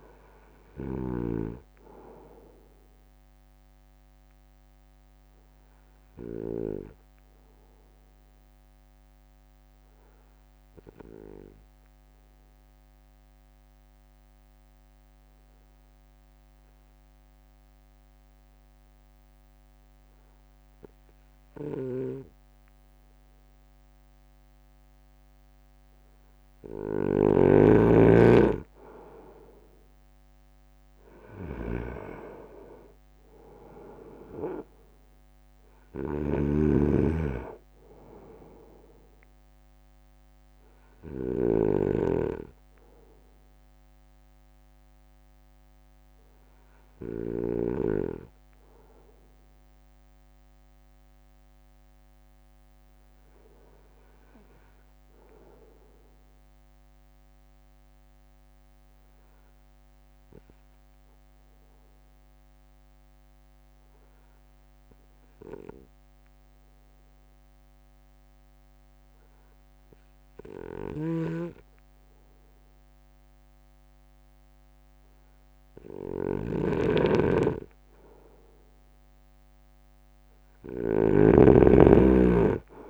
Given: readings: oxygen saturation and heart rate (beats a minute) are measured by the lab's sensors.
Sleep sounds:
breathing in sleep by a microphone on the trachea; 2
0.00-7.00 s: drop in pulse transit time (device-marked, heart rate 52 extreme)
5.50-25.00 s: obstructive apnea (oxygen 97% before, 94% lowest, heart rate 55 before, 53 extreme, up 5 after)
26.50-29.00 s: arousal
27.00-48.00 s: snoring (device-marked)
32.00-46.00 s: drop in pulse transit time (device-marked, heart rate 57 before, 53 extreme)
42.50-76.00 s: obstructive apnea (oxygen 97% before, 94% lowest, heart rate 57 before, 53 extreme, up 0 after)
71.00-82.89 s: snoring (device-marked)
78.00-81.50 s: arousal
80.00-82.89 s: drop in pulse transit time (device-marked, heart rate 56 before, 53 extreme)
From the record:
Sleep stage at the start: N2 (light sleep); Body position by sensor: on the front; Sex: male

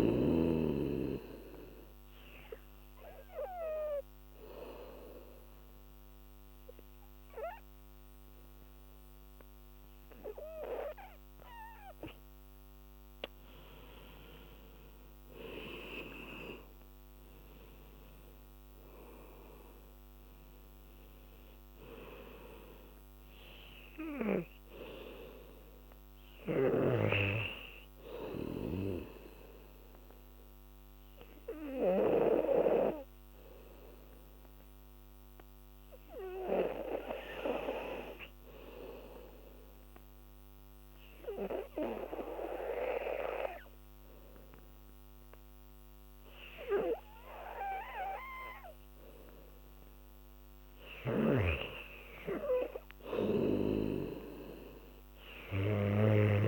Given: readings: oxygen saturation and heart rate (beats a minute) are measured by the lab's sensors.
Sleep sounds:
breathing in sleep by a microphone on the trachea; 2
0.00-12.50 s: oxygen desaturation (device-marked, oxygen 91% lowest, heart rate 71 extreme)
2.50-13.00 s: obstructive apnea (oxygen 98% before, 90% lowest, heart rate 81 before, 71 extreme, up 12 after)
15.00-18.50 s: arousal
17.50-35.50 s: oxygen desaturation (device-marked, oxygen 98% before, 91% lowest, heart rate 79 before, 71 extreme)
30.50-50.00 s: obstructive apnea (oxygen 98% before, 90% lowest, heart rate 79 before, 78 extreme, up 6 after)
48.50-56.48 s: oxygen desaturation (device-marked, oxygen 98% before, 90% lowest, heart rate 77 before, 78 extreme)
51.00-56.48 s: snoring (device-marked)
52.00-56.00 s: arousal
From the record:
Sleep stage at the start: N2 (light sleep); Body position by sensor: on the back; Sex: female

